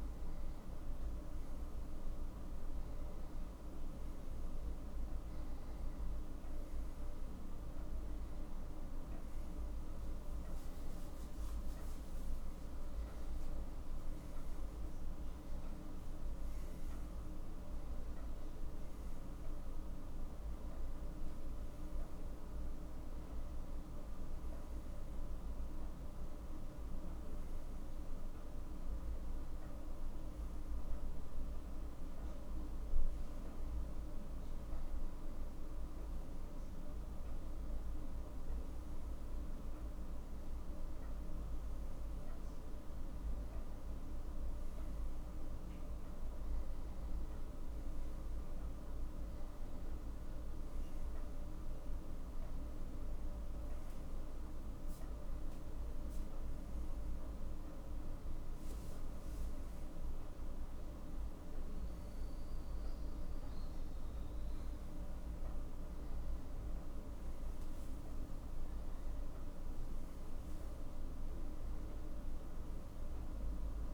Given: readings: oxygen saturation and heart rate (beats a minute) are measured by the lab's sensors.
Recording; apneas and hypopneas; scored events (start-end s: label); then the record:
a person partly awake in a sleep study, hard to hear, by a room microphone; none
14.50-44.50 s: new sleep stage, N1 (lightest sleep)
44.50-73.94 s: new sleep stage, N2 (light sleep)
From the record:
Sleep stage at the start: awake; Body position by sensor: on the right side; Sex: male